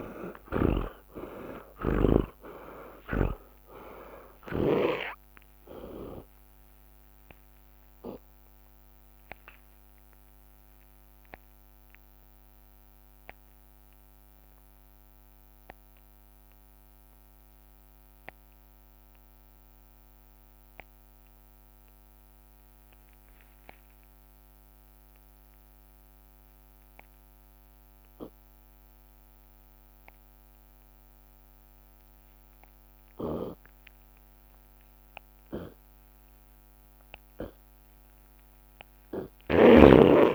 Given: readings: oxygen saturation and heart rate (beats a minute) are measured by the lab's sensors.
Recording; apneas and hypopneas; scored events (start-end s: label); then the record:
breathing in sleep by a microphone on the trachea; 1
0.00-4.00 s: arousal
0.00-4.50 s: oxygen desaturation (device-marked, oxygen 78% lowest)
0.50-2.50 s: long interval between heartbeats (device-marked)
10.00-35.00 s: obstructive apnea (oxygen 97% before, 80% lowest)
22.50-40.35 s: oxygen desaturation (device-marked, oxygen 97% before, 80% lowest)
34.50-35.50 s: drop in pulse transit time (device-marked)
35.50-40.35 s: tachycardia (device-marked)
39.00-40.35 s: long interval between heartbeats (device-marked)
39.00-40.35 s: snoring (device-marked)
From the record:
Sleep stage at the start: N2 (light sleep); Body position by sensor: on the back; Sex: male